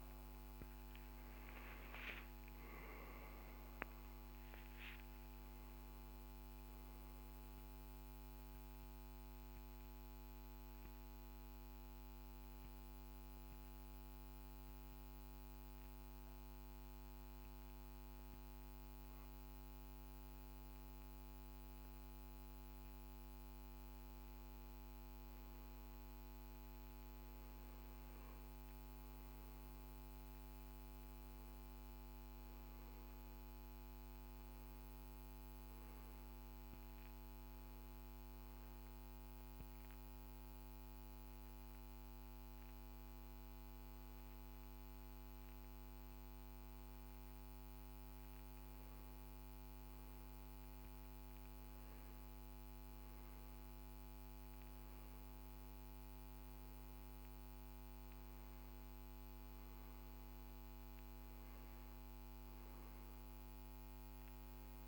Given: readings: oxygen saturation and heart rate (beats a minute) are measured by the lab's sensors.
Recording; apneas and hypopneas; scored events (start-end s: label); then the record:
breathing in sleep, hard to hear, by a microphone on the trachea; 1
6.50-21.00 s: obstructive apnea (oxygen 97% before, 93% lowest, heart rate 81 before, 59 extreme, up 8 after)
24.00-29.50 s: arousal
24.00-44.00 s: oxygen desaturation (device-marked, oxygen 97% before, 93% lowest, heart rate 64 before, 63 extreme)
From the record:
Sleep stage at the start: N1 (lightest sleep); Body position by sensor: on the back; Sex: male